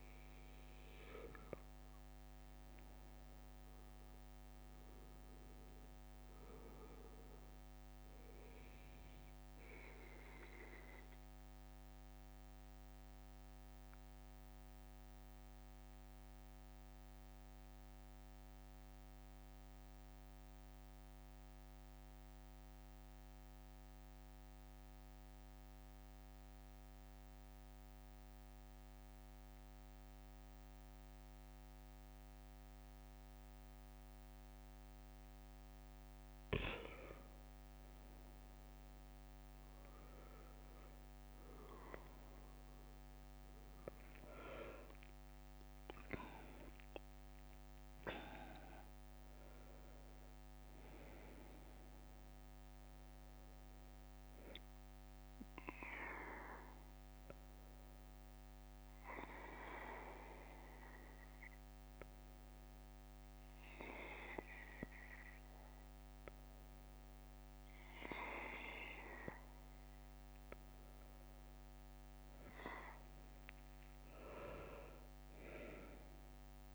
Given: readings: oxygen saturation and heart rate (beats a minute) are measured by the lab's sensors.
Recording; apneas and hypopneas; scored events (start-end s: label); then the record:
breathing in sleep by a microphone on the trachea; 2
0.00-1.00 s: arousal
0.50-19.50 s: oxygen desaturation (device-marked, oxygen 98% before, 95% lowest, heart rate 67 before, 66 extreme)
6.50-35.50 s: obstructive apnea (oxygen 99% before, 93% lowest, heart rate 67 before, 63 extreme, up 2 after)
37.50-51.50 s: oxygen desaturation (device-marked, oxygen 97% before, 93% lowest, heart rate 68 before, 63 extreme)
38.50-44.50 s: arousal
44.00-45.50 s: leg movement (device-marked)
55.00-68.00 s: hypopnea (oxygen 97% before, 91% lowest, heart rate 70 before, 64 extreme, up 4 after)
71.00-75.50 s: arousal
From the record:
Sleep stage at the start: N2 (light sleep); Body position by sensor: on the back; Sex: male